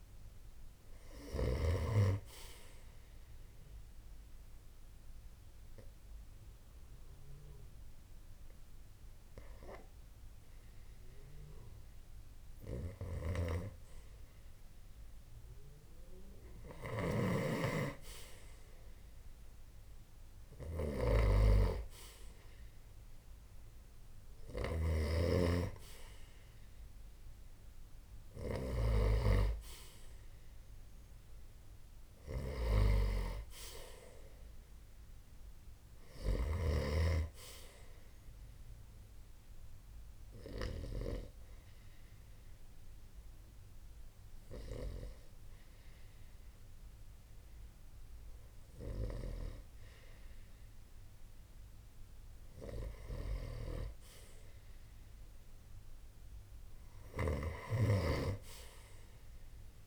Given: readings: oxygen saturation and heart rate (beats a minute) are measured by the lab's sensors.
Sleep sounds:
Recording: breathing in sleep by a room microphone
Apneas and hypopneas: 2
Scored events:
2.50-12.50 s: obstructive apnea (oxygen 91% before, 85% lowest)
12.00-24.50 s: snoring (device-marked)
15.00-18.50 s: arousal
20.00-41.00 s: oxygen desaturation (device-marked, oxygen 92% before, 85% lowest)
31.50-36.00 s: snoring (device-marked)
38.50-49.00 s: obstructive apnea (oxygen 92% before, 82% lowest)
51.00-54.50 s: arousal
54.00-59.87 s: oxygen desaturation (device-marked, oxygen 92% before, 87% lowest)
From the record:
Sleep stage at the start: REM sleep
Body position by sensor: on the right side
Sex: male

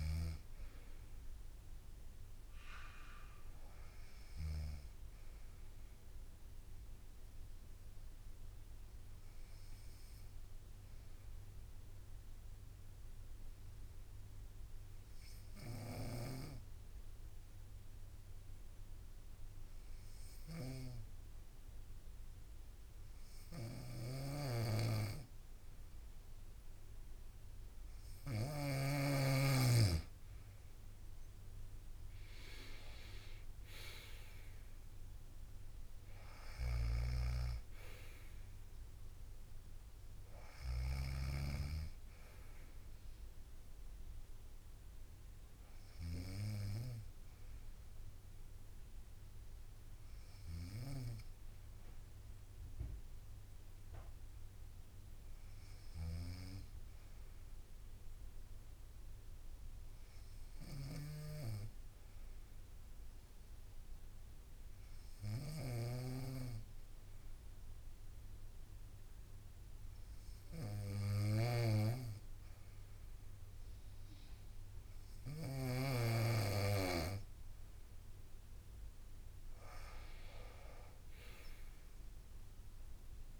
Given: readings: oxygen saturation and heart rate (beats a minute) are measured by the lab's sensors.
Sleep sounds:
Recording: breathing in sleep by a room microphone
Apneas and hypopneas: 2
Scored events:
0.00-10.50 s: bradycardia (device-marked, heart rate 58 extreme)
10.00-27.00 s: hypopnea (oxygen 93% before, 91% lowest, heart rate 63 before, 59 extreme, up 5 after)
23.00-28.00 s: snoring (device-marked)
30.50-42.50 s: oxygen desaturation (device-marked, oxygen 95% before, 91% lowest, heart rate 60 before, 60 extreme)
31.00-35.00 s: arousal
36.00-40.50 s: snoring (device-marked)
45.50-76.50 s: obstructive apnea (oxygen 95% before, 92% lowest, heart rate 62 before, 59 extreme, up 3 after)
50.00-75.00 s: snoring (device-marked)
78.50-82.00 s: arousal
From the record:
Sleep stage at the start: N2 (light sleep)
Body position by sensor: on the right side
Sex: female

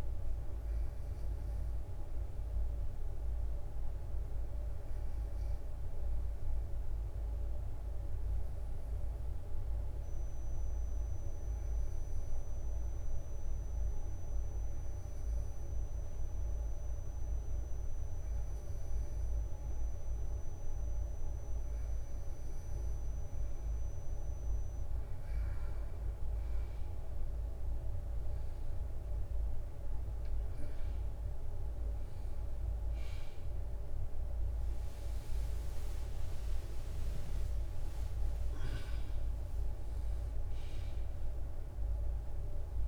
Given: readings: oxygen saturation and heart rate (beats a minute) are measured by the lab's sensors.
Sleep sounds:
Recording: breathing in sleep, hard to hear, by a room microphone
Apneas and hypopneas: 1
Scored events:
5.50-20.50 s: hypopnea (oxygen 94% before, 93% lowest, heart rate 61 before, 61 extreme, up 3 after)
28.50-30.50 s: drop in pulse transit time (device-marked, heart rate 63 before, 65 extreme)
31.50-37.00 s: arousal
36.00-38.00 s: long interval between heartbeats (device-marked, heart rate 65 before, 79 extreme)
From the record:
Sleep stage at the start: N2 (light sleep)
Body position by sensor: on the right side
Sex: male

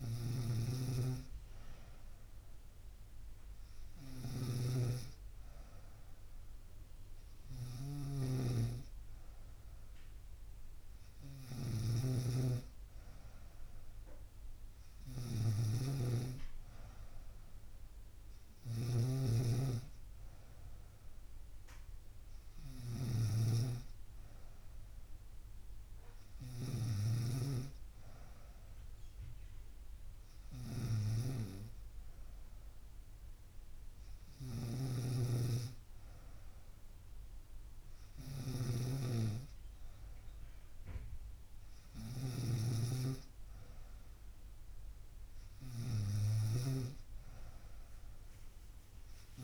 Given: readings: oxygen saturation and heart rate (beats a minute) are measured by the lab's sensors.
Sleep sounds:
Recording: breathing in sleep by a room microphone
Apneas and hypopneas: none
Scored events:
0.00-49.44 s: snoring (device-marked)
41.50-49.44 s: new sleep stage, awake
From the record:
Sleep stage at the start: N3 (deep sleep)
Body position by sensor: on the right side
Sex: female

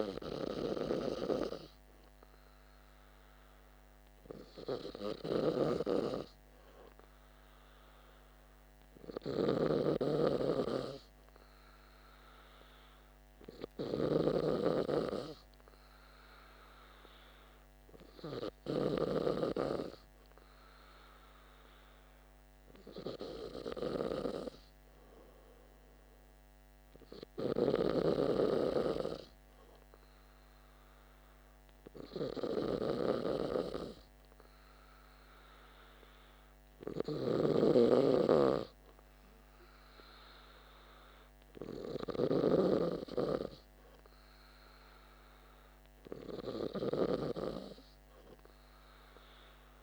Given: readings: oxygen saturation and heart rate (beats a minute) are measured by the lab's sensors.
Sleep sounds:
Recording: breathing in sleep by a microphone on the trachea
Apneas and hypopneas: none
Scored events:
0.00-18.50 s: snoring (device-marked)
27.00-42.00 s: snoring (device-marked)
From the record:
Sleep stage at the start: N2 (light sleep)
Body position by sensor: on the back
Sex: male

